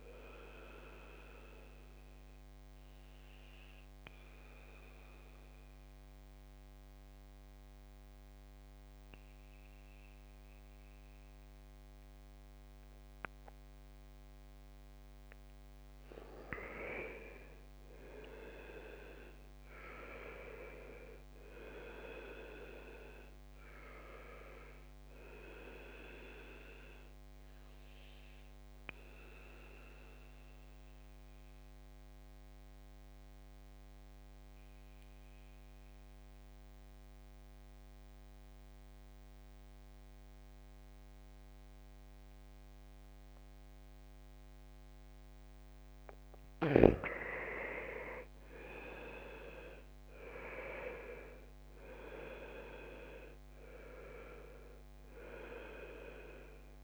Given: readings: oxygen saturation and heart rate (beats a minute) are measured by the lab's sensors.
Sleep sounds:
breathing in sleep by a microphone on the trachea; 2
0.00-12.00 s: oxygen desaturation (device-marked, oxygen 91% lowest, heart rate 63 extreme)
1.50-14.50 s: central apnea (oxygen 95% before, 87% lowest, heart rate 68 before, 63 extreme, up 5 after)
17.50-21.50 s: arousal
25.00-38.00 s: oxygen desaturation (device-marked, oxygen 96% before, 89% lowest, heart rate 66 before, 64 extreme)
27.50-46.00 s: mixed apnea (oxygen 96% before, 87% lowest, heart rate 66 before, 62 extreme, up 4 after)
48.00-52.50 s: arousal
50.00-56.84 s: oxygen desaturation (device-marked, oxygen 98% before, 87% lowest, heart rate 67 before, 62 extreme)
From the record:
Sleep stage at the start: N2 (light sleep); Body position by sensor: on the back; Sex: male

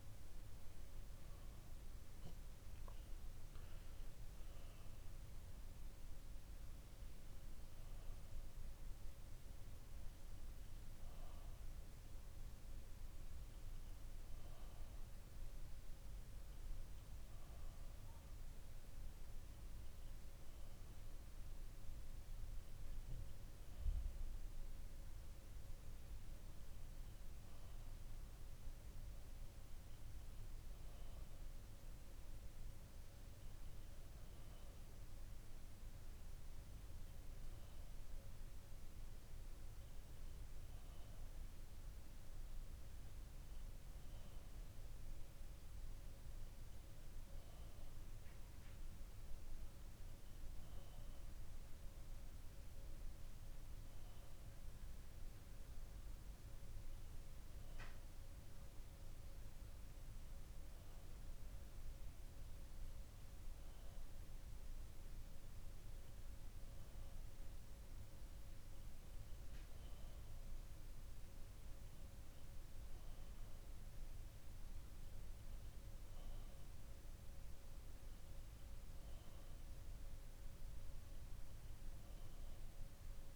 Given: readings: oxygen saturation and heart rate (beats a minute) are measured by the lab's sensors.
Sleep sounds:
breathing in sleep, hard to hear, by a room microphone; none
none scored
From the record:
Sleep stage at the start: N2 (light sleep); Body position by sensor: on the back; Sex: male

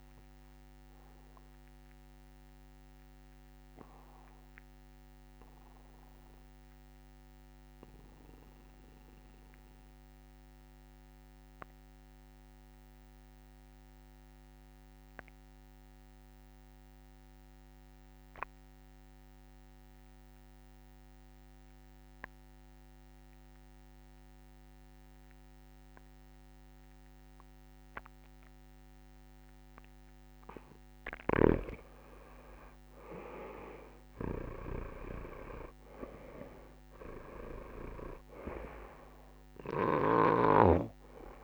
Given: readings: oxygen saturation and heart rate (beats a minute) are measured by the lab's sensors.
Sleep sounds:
breathing in sleep by a microphone on the trachea; 1
0.00-17.00 s: oxygen desaturation (device-marked, oxygen 83% lowest, heart rate 66 extreme)
1.00-31.50 s: obstructive apnea (oxygen 99% before, 82% lowest, heart rate 73 before, 66 extreme, up 8 after)
32.00-41.43 s: oxygen desaturation (device-marked, oxygen 99% before, 82% lowest, heart rate 71 before, 27 extreme)
33.50-36.50 s: arousal
From the record:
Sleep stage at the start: N2 (light sleep); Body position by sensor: on the back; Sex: male

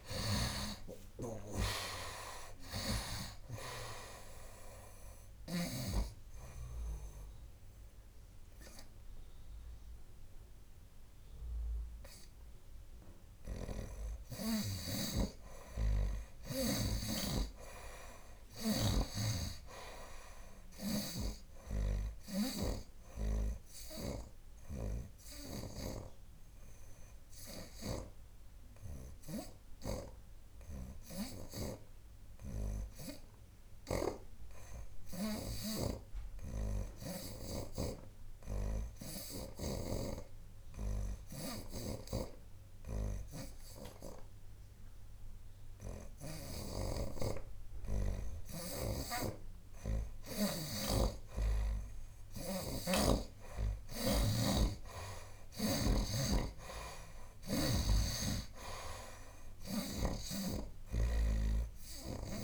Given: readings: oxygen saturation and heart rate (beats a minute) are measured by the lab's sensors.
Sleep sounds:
breathing in sleep by a room microphone; 1
0.00-1.00 s: arousal
0.00-13.50 s: oxygen desaturation (device-marked, oxygen 52% lowest, heart rate 75 extreme)
17.00-32.00 s: snoring (device-marked)
17.50-21.50 s: arousal
23.50-47.50 s: hypopnea (oxygen 57% before, 63% lowest, heart rate 87 before, 72 extreme, up 6 after)
32.00-34.00 s: long interval between heartbeats (device-marked, heart rate 81 before, 78 extreme)
34.00-37.50 s: snoring (device-marked)
36.00-38.00 s: long interval between heartbeats (device-marked, heart rate 80 before, 75 extreme)
42.00-46.50 s: snoring (device-marked)
46.50-62.44 s: oxygen desaturation (device-marked, oxygen 87% before, 63% lowest, heart rate 79 before, 73 extreme)
50.00-53.50 s: arousal
51.00-58.00 s: snoring (device-marked)
From the record:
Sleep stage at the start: N2 (light sleep); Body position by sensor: on the right side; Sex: male

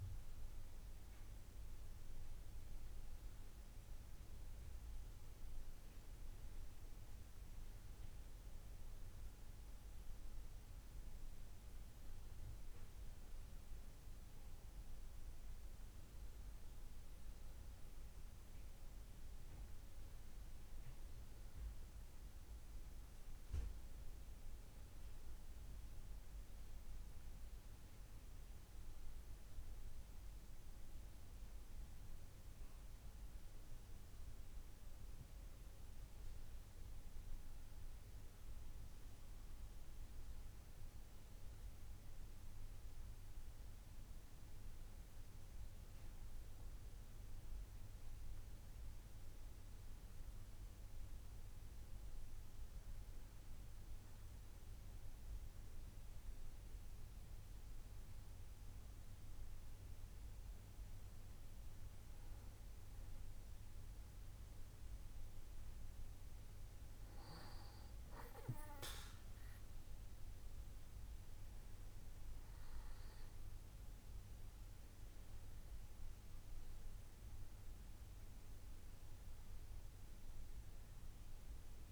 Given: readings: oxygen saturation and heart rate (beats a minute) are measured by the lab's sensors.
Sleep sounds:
breathing in sleep, hard to hear, by a room microphone; none
49.00-81.92 s: new sleep stage, N2 (light sleep)
From the record:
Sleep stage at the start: N1 (lightest sleep); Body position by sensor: on the back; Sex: male

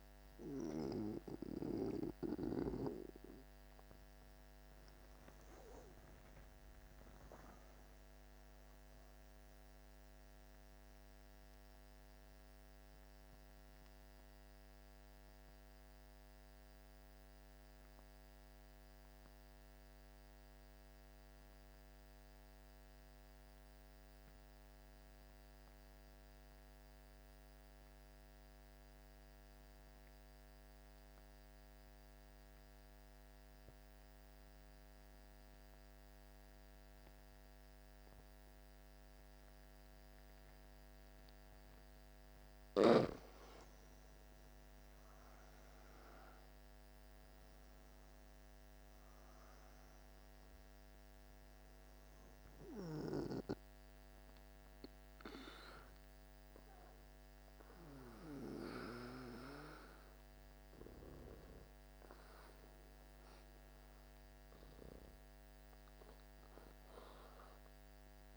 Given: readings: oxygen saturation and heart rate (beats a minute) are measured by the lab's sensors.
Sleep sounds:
breathing in sleep by a microphone on the trachea; 1
0.00-8.00 s: oxygen desaturation (device-marked, oxygen 88% lowest, heart rate 48 extreme)
8.50-42.50 s: mixed apnea (oxygen 98% before, 86% lowest, heart rate 56 before, 48 extreme, up 11 after)
38.00-68.37 s: oxygen desaturation (device-marked, oxygen 98% before, 86% lowest, heart rate 50 before, 50 extreme)
44.00-48.50 s: arousal
From the record:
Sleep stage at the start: N2 (light sleep); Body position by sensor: on the back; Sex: male

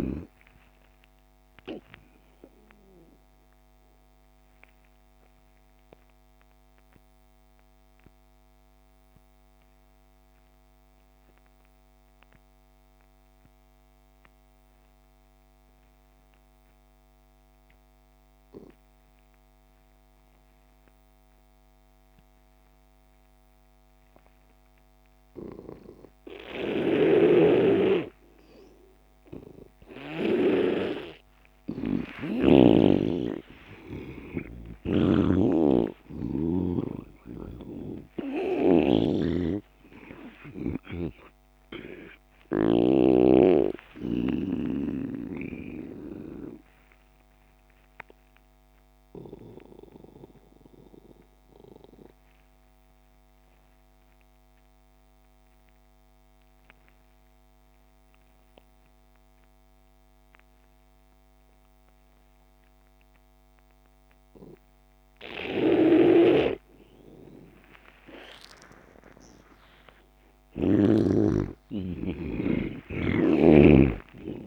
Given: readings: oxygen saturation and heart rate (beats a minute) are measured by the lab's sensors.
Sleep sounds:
breathing in sleep by a microphone on the trachea; 2
0.00-13.50 s: oxygen desaturation (device-marked, oxygen 83% lowest)
2.50-31.00 s: obstructive apnea (oxygen 99% before, 83% lowest)
27.00-33.00 s: snoring (device-marked)
27.50-56.50 s: oxygen desaturation (device-marked, oxygen 99% before, 83% lowest)
32.50-38.00 s: arousal
35.00-43.00 s: snoring (device-marked)
45.50-69.00 s: obstructive apnea (oxygen 99% before, 83% lowest)
66.00-71.50 s: snoring (device-marked)
68.50-74.47 s: oxygen desaturation (device-marked, oxygen 99% before, 86% lowest)
71.00-74.47 s: arousal
From the record:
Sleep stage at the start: N2 (light sleep); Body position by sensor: on the back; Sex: male

